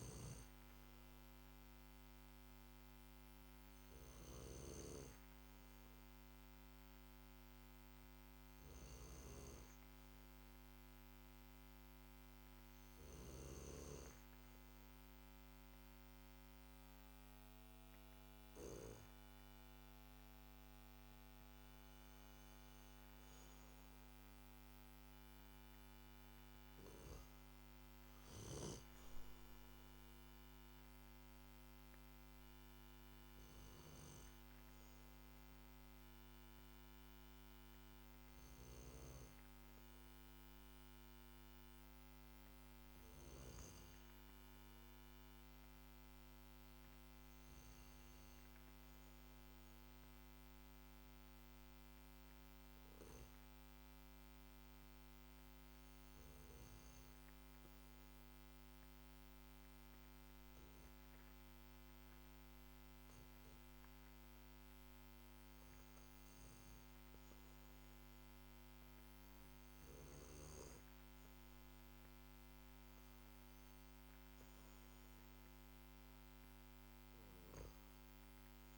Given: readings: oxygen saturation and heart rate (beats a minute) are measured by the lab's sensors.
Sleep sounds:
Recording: breathing in sleep, hard to hear, by a microphone on the trachea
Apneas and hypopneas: 2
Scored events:
3.00-19.00 s: hypopnea (oxygen 96% before, 94% lowest, heart rate 54 before, 52 extreme, up 4 after)
20.50-24.00 s: arousal
52.00-68.00 s: hypopnea (oxygen 95% before, 93% lowest, heart rate 53 before, 53 extreme, up 3 after)
70.50-74.00 s: arousal
From the record:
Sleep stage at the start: N2 (light sleep)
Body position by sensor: on the back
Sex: male

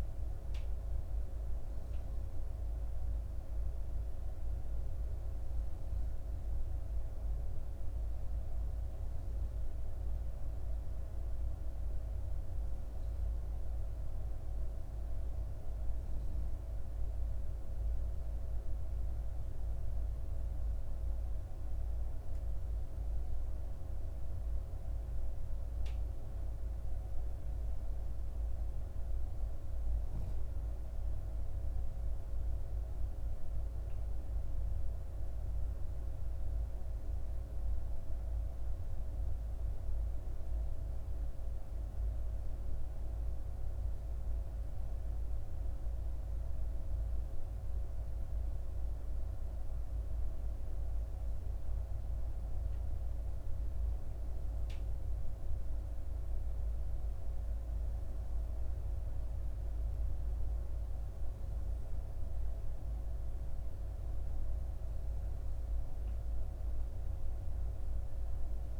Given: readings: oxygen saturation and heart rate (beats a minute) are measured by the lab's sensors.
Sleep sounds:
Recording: breathing in sleep, hard to hear, by a room microphone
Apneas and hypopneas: none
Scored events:
none scored
From the record:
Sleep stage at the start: N2 (light sleep)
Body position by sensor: on the back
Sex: female

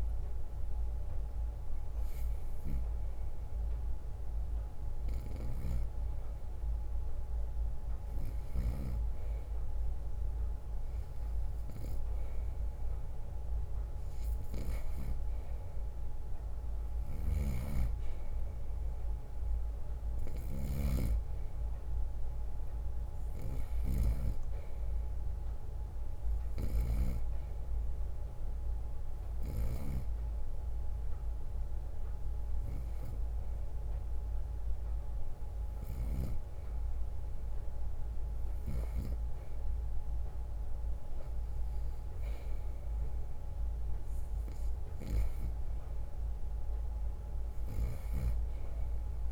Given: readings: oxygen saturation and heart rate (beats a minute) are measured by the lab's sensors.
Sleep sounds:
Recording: breathing in sleep by a room microphone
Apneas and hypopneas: none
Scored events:
0.00-6.00 s: drop in pulse transit time (device-marked, heart rate 62 extreme)
2.00-16.00 s: oxygen desaturation (device-marked, oxygen 97% before, 93% lowest, heart rate 61 before, 55 extreme)
7.00-13.00 s: bradycardia (device-marked, heart rate 62 before, 55 extreme)
17.00-30.00 s: snoring (device-marked)
18.00-30.00 s: drop in pulse transit time (device-marked, heart rate 61 before, 63 extreme)
45.00-49.32 s: drop in pulse transit time (device-marked, heart rate 63 before, 62 extreme)
From the record:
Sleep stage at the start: N2 (light sleep)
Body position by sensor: on the right side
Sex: male

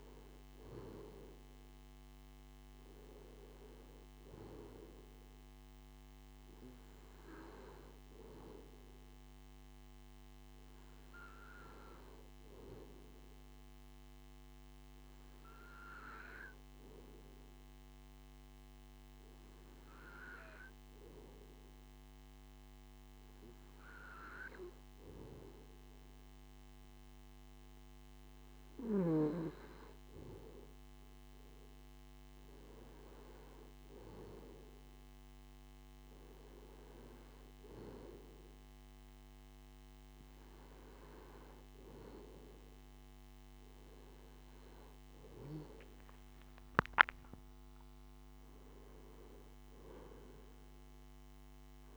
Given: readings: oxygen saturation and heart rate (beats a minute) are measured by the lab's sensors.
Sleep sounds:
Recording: breathing in sleep by a microphone on the trachea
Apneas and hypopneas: none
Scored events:
46.50-50.00 s: arousal
From the record:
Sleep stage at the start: N2 (light sleep)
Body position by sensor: on the left side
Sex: male

